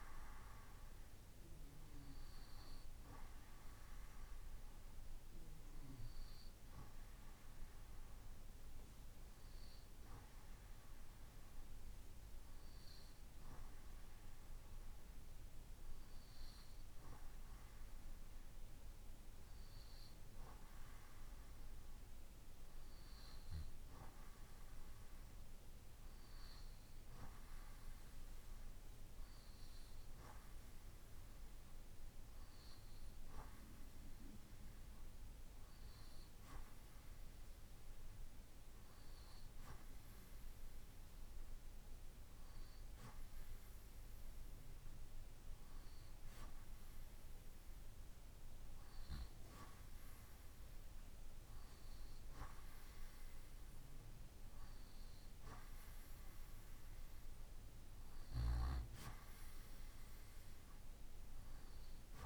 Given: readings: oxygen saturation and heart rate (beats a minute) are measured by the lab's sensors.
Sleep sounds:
breathing in sleep, hard to hear, by a room microphone; none
none scored
From the record:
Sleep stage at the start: N2 (light sleep); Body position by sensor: on the right side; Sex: male

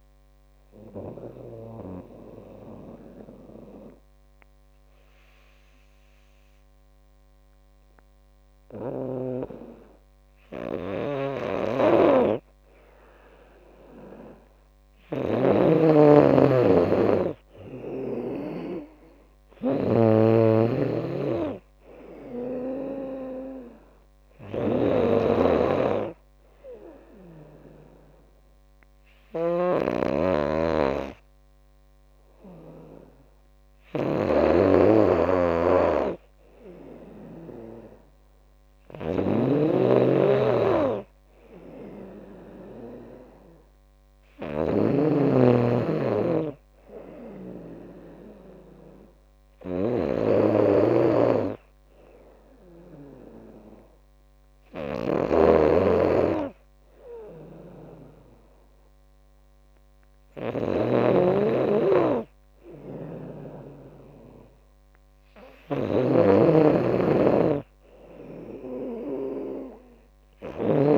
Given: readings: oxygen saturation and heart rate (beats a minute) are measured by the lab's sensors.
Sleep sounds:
breathing in sleep by a microphone on the trachea; 2
0.00-7.50 s: oxygen desaturation (device-marked, oxygen 92% lowest, heart rate 69 extreme)
1.00-13.50 s: obstructive apnea (oxygen 97% before, 90% lowest, heart rate 83 before, 70 extreme, up 11 after)
15.50-20.00 s: snoring (device-marked)
16.50-19.00 s: arousal
19.50-29.50 s: drop in pulse transit time (device-marked, heart rate 74 before, 77 extreme)
19.50-39.50 s: oxygen desaturation (device-marked, oxygen 97% before, 90% lowest, heart rate 74 before, 70 extreme)
25.00-36.00 s: obstructive apnea (oxygen 97% before, 90% lowest, heart rate 75 before, 71 extreme, up 3 after)
29.50-70.98 s: snoring (device-marked)
39.50-43.00 s: arousal
66.50-70.00 s: arousal
From the record:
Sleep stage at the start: N2 (light sleep); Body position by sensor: on the back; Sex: female

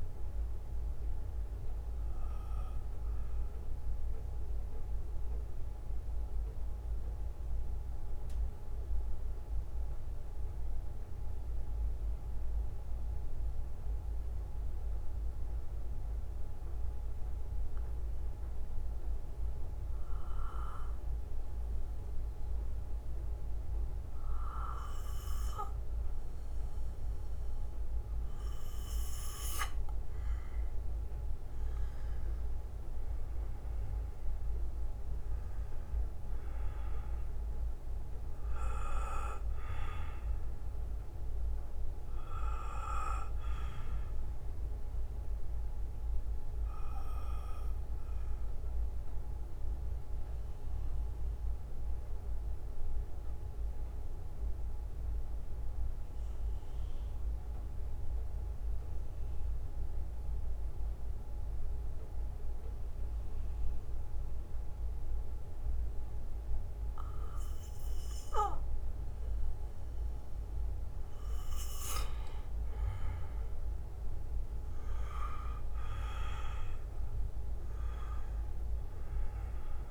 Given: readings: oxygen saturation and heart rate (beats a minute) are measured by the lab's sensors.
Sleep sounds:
breathing in sleep by a room microphone; 2
0.00-4.50 s: bradycardia (device-marked, heart rate 52 extreme)
6.00-29.00 s: mixed apnea (oxygen 97% before, 91% lowest, heart rate 62 before, 51 extreme, up 12 after)
9.50-28.50 s: bradycardia (device-marked, heart rate 60 before, 56 extreme)
10.50-14.50 s: oxygen desaturation (device-marked, oxygen 95% before, 92% lowest, heart rate 60 before, 56 extreme)
32.00-36.00 s: arousal
35.50-47.50 s: oxygen desaturation (device-marked, oxygen 97% before, 92% lowest, heart rate 58 before, 51 extreme)
43.50-52.50 s: bradycardia (device-marked, heart rate 60 before, 51 extreme)
50.00-72.00 s: mixed apnea (oxygen 98% before, 90% lowest, heart rate 62 before, 51 extreme, up 11 after)
54.50-70.50 s: bradycardia (device-marked, heart rate 60 before, 52 extreme)
56.50-62.50 s: oxygen desaturation (device-marked, oxygen 94% before, 91% lowest, heart rate 60 before, 56 extreme)
74.00-78.50 s: arousal
From the record:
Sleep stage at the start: N2 (light sleep); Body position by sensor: on the back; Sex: male

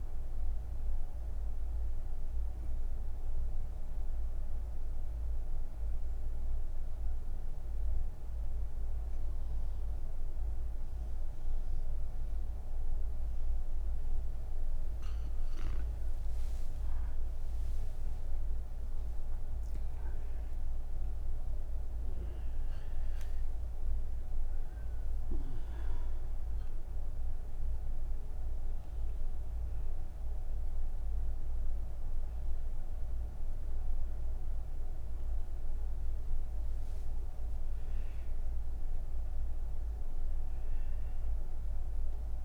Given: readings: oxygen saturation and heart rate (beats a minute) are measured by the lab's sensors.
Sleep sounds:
breathing in sleep, hard to hear, by a room microphone; none
none scored
From the record:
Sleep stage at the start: N3 (deep sleep); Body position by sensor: on the back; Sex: female

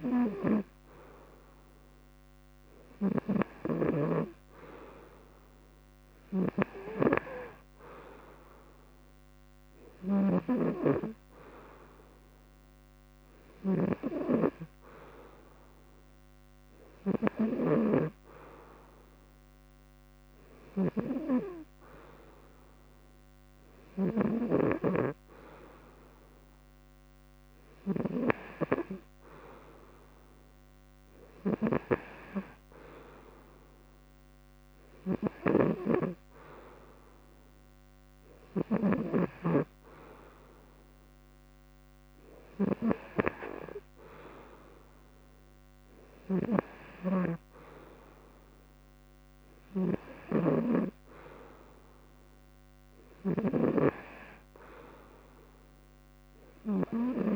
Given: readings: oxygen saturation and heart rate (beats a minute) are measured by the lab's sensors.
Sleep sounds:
breathing in sleep by a microphone on the trachea; none
5.50-24.00 s: snoring (device-marked)
31.00-38.50 s: snoring (device-marked)
45.50-57.35 s: snoring (device-marked)
From the record:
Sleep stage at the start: N2 (light sleep); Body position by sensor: on the front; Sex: male

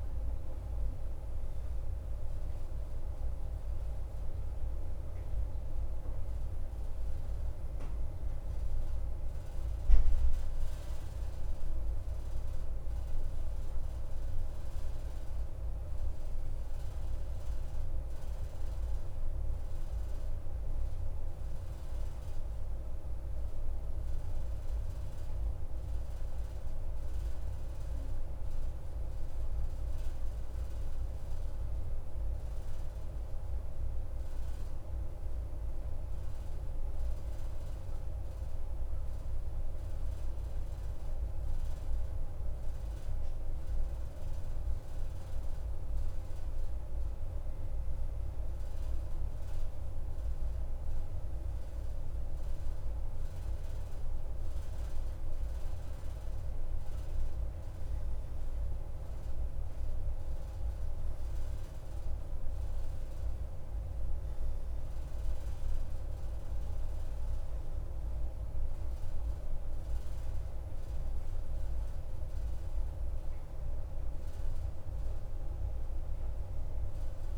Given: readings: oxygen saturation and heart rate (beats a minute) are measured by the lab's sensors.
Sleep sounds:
breathing in sleep, hard to hear, by a room microphone; 1
0.00-27.50 s: oxygen desaturation (device-marked, oxygen 91% lowest, heart rate 53 extreme)
16.50-20.00 s: arousal
22.50-42.00 s: central apnea (oxygen 94% before, 90% lowest, heart rate 57 before, 53 extreme, up 2 after)
44.50-49.50 s: arousal
66.50-77.38 s: oxygen desaturation (device-marked, oxygen 93% before, 90% lowest, heart rate 56 before, 54 extreme)
From the record:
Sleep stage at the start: N2 (light sleep); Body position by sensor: on the right side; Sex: male

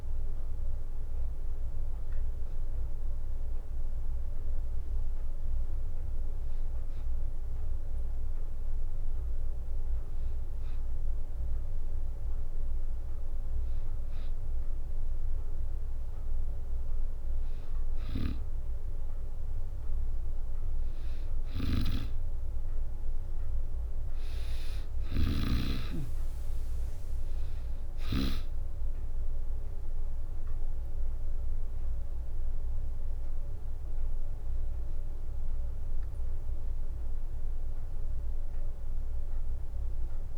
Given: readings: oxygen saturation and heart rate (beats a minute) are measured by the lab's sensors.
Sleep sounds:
breathing in sleep by a room microphone; none
0.00-2.00 s: oxygen desaturation (device-marked, oxygen 99% before, 92% lowest, heart rate 65 before, 62 extreme)
21.00-28.00 s: snoring (device-marked)
24.00-37.00 s: drop in pulse transit time (device-marked, heart rate 64 before, 67 extreme)
24.50-27.00 s: arousal
From the record:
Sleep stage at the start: N2 (light sleep); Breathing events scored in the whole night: 197 in 5.3 hours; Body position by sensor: on the back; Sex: female

